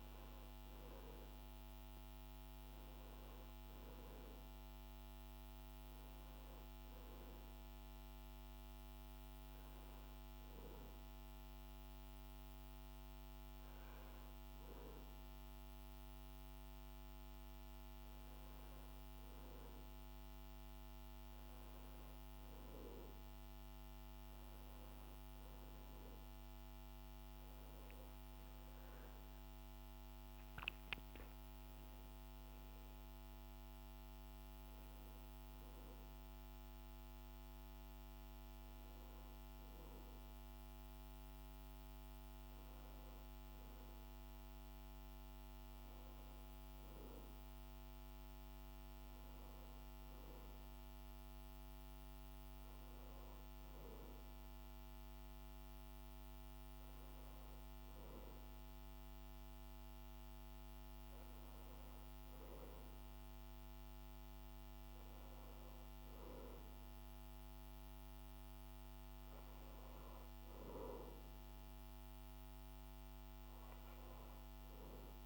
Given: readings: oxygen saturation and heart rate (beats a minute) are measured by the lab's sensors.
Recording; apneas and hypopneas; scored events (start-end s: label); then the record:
breathing in sleep, hard to hear, by a microphone on the trachea; none
none scored
From the record:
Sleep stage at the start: N2 (light sleep); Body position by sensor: on the back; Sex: male